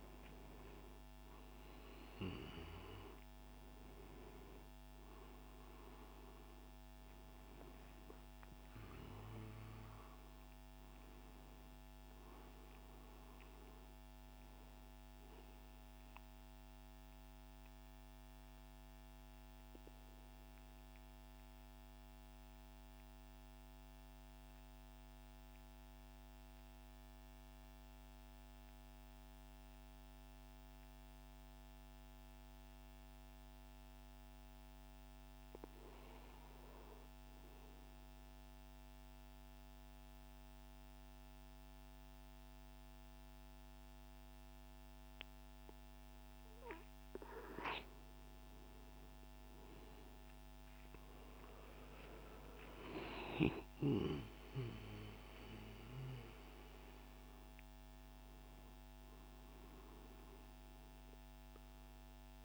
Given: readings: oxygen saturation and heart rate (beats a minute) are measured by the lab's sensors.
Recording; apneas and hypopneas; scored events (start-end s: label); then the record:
breathing in sleep by a microphone on the trachea; 1
0.00-10.00 s: oxygen desaturation (device-marked, oxygen 92% lowest, heart rate 58 extreme)
12.00-24.00 s: oxygen desaturation (device-marked, oxygen 96% before, 93% lowest, heart rate 75 before, 58 extreme)
16.00-47.00 s: mixed apnea (oxygen 98% before, 92% lowest, heart rate 85 before, 58 extreme, up 22 after)
40.00-62.45 s: oxygen desaturation (device-marked, oxygen 99% before, 92% lowest)
49.50-54.00 s: arousal
From the record:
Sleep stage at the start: N2 (light sleep); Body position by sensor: on the right side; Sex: male